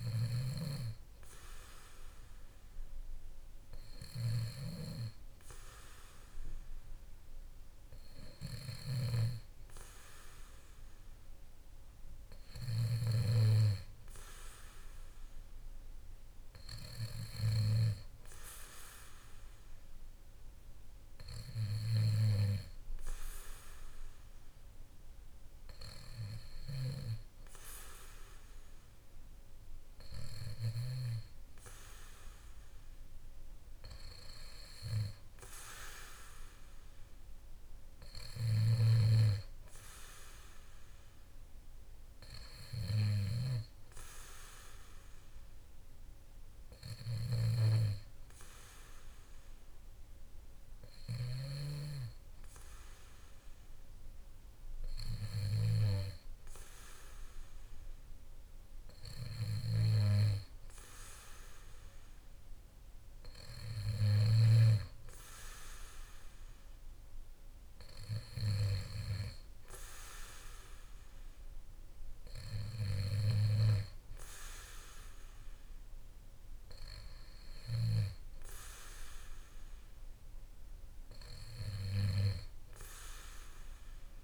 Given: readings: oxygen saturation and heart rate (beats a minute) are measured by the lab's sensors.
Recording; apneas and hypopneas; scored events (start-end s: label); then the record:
breathing in sleep by a room microphone; none
8.50-13.00 s: snoring (device-marked)
47.00-51.50 s: snoring (device-marked)
From the record:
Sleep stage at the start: N2 (light sleep); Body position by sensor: on the back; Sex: male